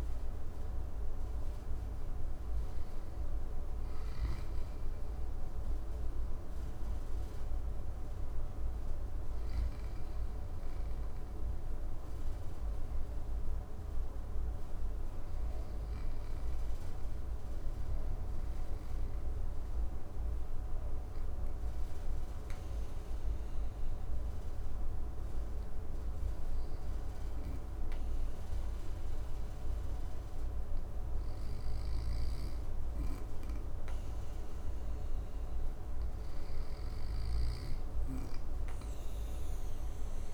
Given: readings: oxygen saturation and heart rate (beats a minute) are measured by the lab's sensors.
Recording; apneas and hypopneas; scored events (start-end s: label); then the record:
breathing in sleep, hard to hear, by a room microphone; none
0.00-8.00 s: oxygen desaturation (device-marked, oxygen 92% lowest, heart rate 56 extreme)
18.00-40.34 s: new sleep stage, N2 (light sleep)
From the record:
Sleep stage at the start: N1 (lightest sleep); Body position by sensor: on the back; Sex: male